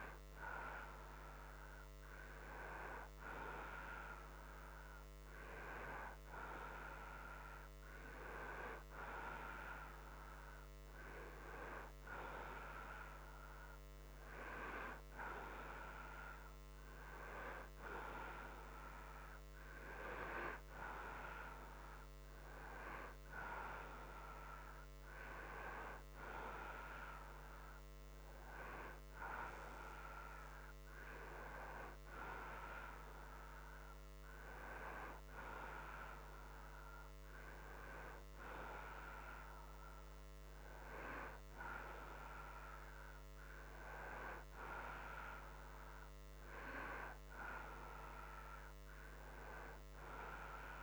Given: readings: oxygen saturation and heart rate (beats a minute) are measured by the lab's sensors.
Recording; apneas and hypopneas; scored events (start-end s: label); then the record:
breathing in sleep by a microphone on the trachea; none
none scored
From the record:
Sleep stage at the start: N2 (light sleep); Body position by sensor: upright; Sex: male